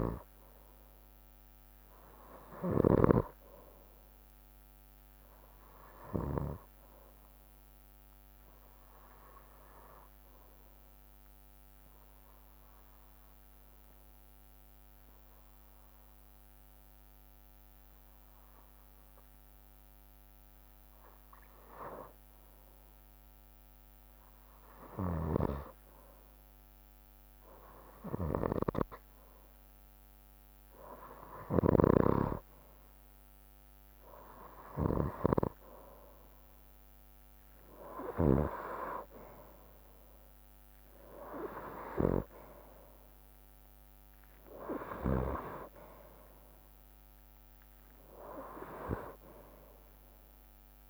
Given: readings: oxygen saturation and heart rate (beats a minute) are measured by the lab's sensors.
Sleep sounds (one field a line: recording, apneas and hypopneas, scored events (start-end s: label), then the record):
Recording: breathing in sleep by a microphone on the trachea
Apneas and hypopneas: 1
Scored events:
0.00-3.00 s: snoring (device-marked)
0.00-3.50 s: arousal
9.50-19.50 s: obstructive apnea (oxygen 97% before, 93% lowest, heart rate 65 before, 63 extreme, up 3 after)
27.50-31.00 s: arousal
31.00-38.00 s: snoring (device-marked)
From the record:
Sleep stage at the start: N2 (light sleep)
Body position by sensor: on the right side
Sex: male